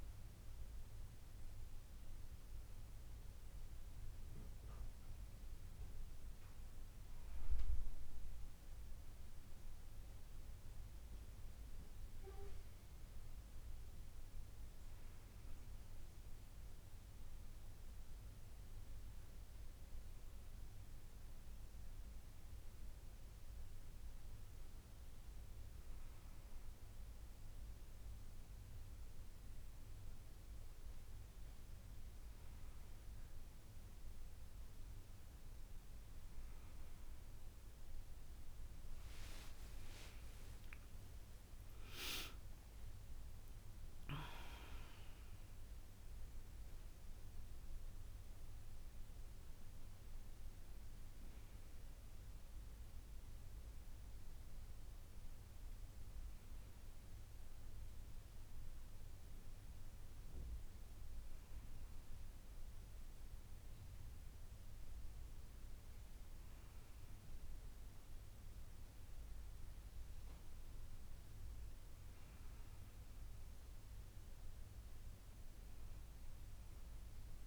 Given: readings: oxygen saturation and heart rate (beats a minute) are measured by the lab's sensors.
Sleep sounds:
a person partly awake in a sleep study, hard to hear, by a room microphone; none
9.50-69.50 s: new sleep stage, N1 (lightest sleep)
39.00-43.00 s: arousal
69.50-77.47 s: new sleep stage, N2 (light sleep)
From the record:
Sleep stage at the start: awake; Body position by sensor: on the back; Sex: female

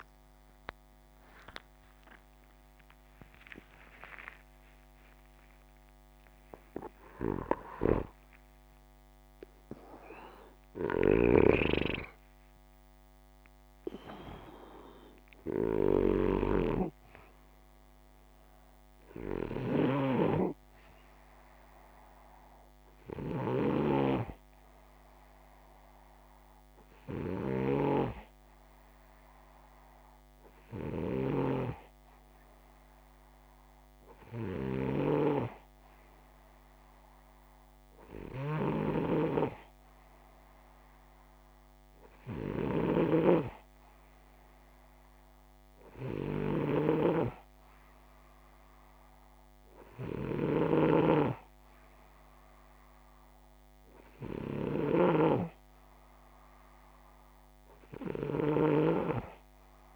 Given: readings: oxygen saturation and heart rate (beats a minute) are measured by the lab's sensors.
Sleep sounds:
breathing in sleep by a microphone on the trachea; none
0.00-4.50 s: arousal
10.50-59.96 s: snoring (device-marked)
From the record:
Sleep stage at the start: N2 (light sleep); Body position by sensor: upright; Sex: male

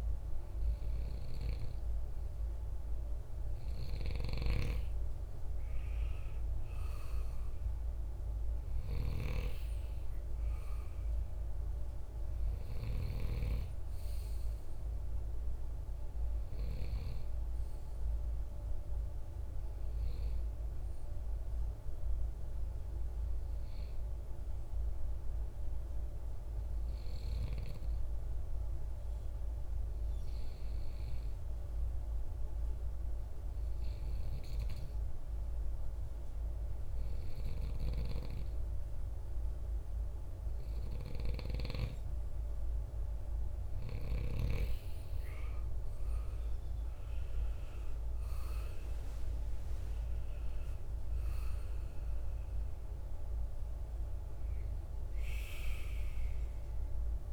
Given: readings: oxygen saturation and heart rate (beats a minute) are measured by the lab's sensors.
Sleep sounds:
breathing in sleep by a room microphone; 1
4.50-28.50 s: oxygen desaturation (device-marked, oxygen 98% before, 92% lowest, heart rate 55 before, 56 extreme)
23.00-41.50 s: hypopnea (oxygen 99% before, 91% lowest, heart rate 61 before, 55 extreme, up 17 after)
43.50-57.33 s: oxygen desaturation (device-marked, oxygen 96% before, 91% lowest, heart rate 57 before, 54 extreme)
45.00-49.50 s: arousal
From the record:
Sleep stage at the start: N2 (light sleep); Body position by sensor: on the right side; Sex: male

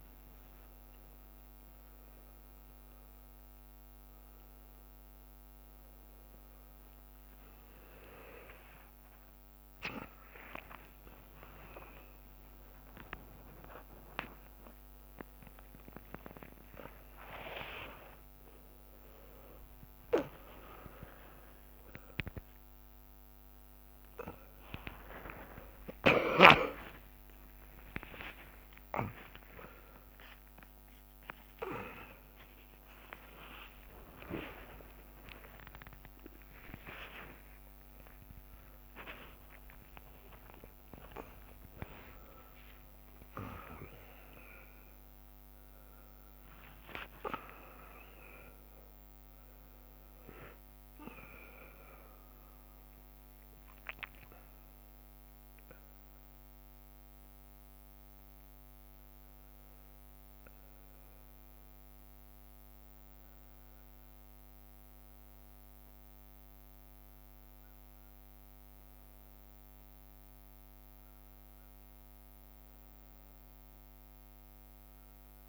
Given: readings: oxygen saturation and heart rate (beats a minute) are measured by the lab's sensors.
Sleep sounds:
a person awake in a sleep study, by a microphone on the trachea; none
10.50-16.50 s: drop in pulse transit time (device-marked, heart rate 67 before, 69 extreme)
10.50-20.50 s: tachycardia (device-marked, heart rate 66 before, 158 extreme)
14.50-16.50 s: long interval between heartbeats (device-marked, heart rate 72 before, 117 extreme)
17.00-19.00 s: long interval between heartbeats (device-marked, heart rate 77 before, 140 extreme)
20.50-22.50 s: long interval between heartbeats (device-marked, heart rate 92 before, 131 extreme)
24.50-33.50 s: tachycardia (device-marked, heart rate 68 before, 159 extreme)
25.50-27.50 s: long interval between heartbeats (device-marked, heart rate 104 before, 94 extreme)
28.00-30.00 s: long interval between heartbeats (device-marked, heart rate 107 before, 121 extreme)
30.50-32.50 s: long interval between heartbeats (device-marked, heart rate 117 before, 159 extreme)
33.00-35.00 s: long interval between heartbeats (device-marked, heart rate 126 before, 125 extreme)
33.50-35.50 s: bradycardia (device-marked, heart rate 69 before, 125 extreme)
38.00-40.00 s: long interval between heartbeats (device-marked, heart rate 122 before, 43 extreme)
47.50-49.50 s: long interval between heartbeats (device-marked, heart rate 96 before, 78 extreme)
53.00-54.50 s: leg movement (device-marked)
53.50-62.50 s: drop in pulse transit time (device-marked, heart rate 79 before, 64 extreme)
74.00-75.49 s: leg movement (device-marked)
From the record:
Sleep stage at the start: awake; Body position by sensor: on the back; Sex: male

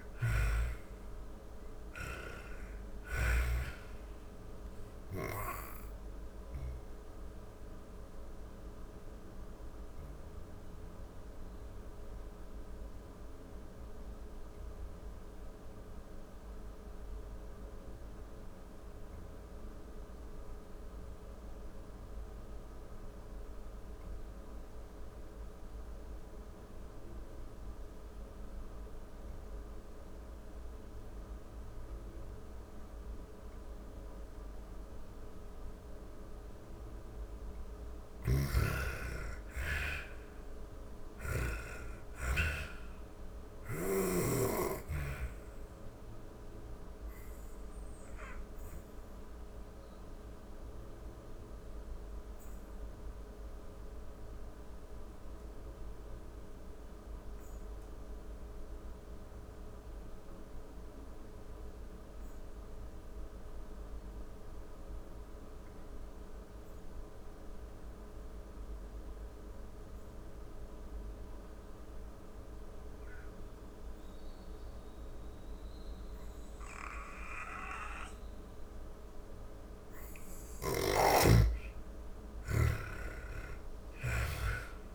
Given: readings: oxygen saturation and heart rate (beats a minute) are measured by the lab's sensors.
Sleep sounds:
breathing in sleep by a room microphone; 2
0.00-2.00 s: snoring (device-marked)
0.00-23.00 s: oxygen desaturation (device-marked, oxygen 83% lowest)
7.50-34.50 s: obstructive apnea (oxygen 98% before, 82% lowest)
33.00-61.00 s: oxygen desaturation (device-marked, oxygen 98% before, 82% lowest)
36.50-40.00 s: snoring (device-marked)
37.00-41.00 s: arousal
48.50-77.50 s: obstructive apnea (oxygen 98% before, 81% lowest)
75.00-84.95 s: oxygen desaturation (device-marked, oxygen 97% before, 81% lowest)
79.00-82.50 s: snoring (device-marked)
79.50-84.95 s: arousal
From the record:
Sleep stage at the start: N2 (light sleep); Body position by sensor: on the back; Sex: female

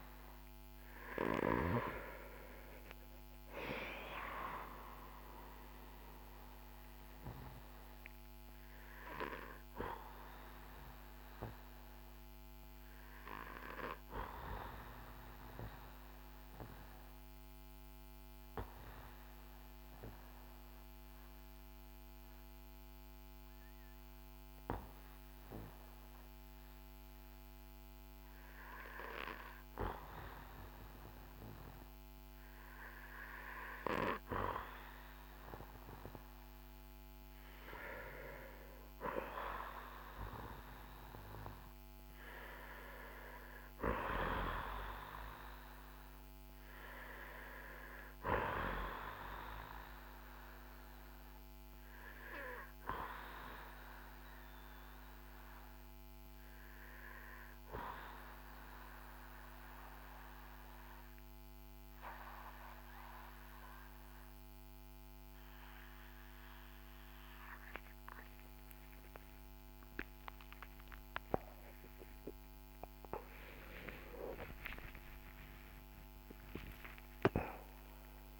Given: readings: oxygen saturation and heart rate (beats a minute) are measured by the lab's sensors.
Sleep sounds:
breathing in sleep by a microphone on the trachea; 2
0.00-1.00 s: arousal
9.00-33.00 s: obstructive apnea (oxygen 95% before, 92% lowest, heart rate 60 before, 53 extreme, up 10 after)
36.00-41.50 s: arousal
50.00-69.50 s: obstructive apnea (oxygen 96% before, 92% lowest, heart rate 61 before, 53 extreme, up 56 after)
60.50-78.40 s: new sleep stage, awake
From the record:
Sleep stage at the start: N2 (light sleep); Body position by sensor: on the back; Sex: male

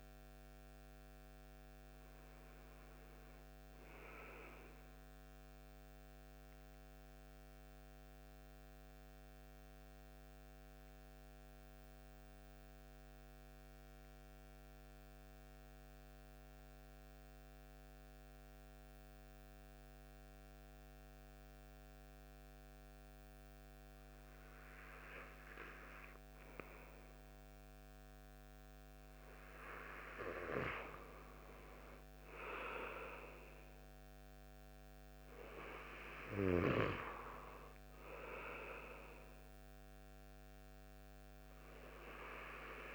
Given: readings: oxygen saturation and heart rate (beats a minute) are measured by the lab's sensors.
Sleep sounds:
breathing in sleep by a microphone on the trachea; 1
0.00-7.50 s: oxygen desaturation (device-marked, oxygen 92% lowest)
5.50-26.50 s: central apnea (oxygen 96% before, 93% lowest)
29.00-32.50 s: arousal
29.50-42.95 s: oxygen desaturation (device-marked, oxygen 97% before, 93% lowest)
From the record:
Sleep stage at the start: N2 (light sleep); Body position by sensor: on the right side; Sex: male

